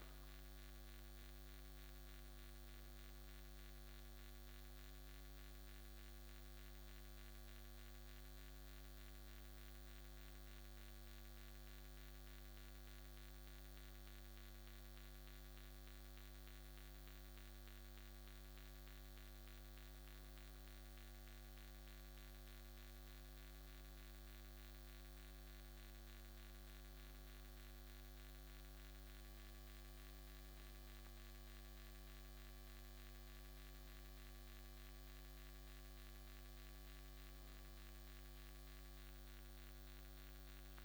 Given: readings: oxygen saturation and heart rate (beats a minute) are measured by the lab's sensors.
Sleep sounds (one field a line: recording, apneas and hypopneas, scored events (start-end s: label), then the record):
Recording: a person awake in a sleep study, hard to hear, by a microphone on the trachea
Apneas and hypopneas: none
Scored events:
21.00-40.85 s: new sleep stage, N1 (lightest sleep)
From the record:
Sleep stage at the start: awake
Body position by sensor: on the back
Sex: male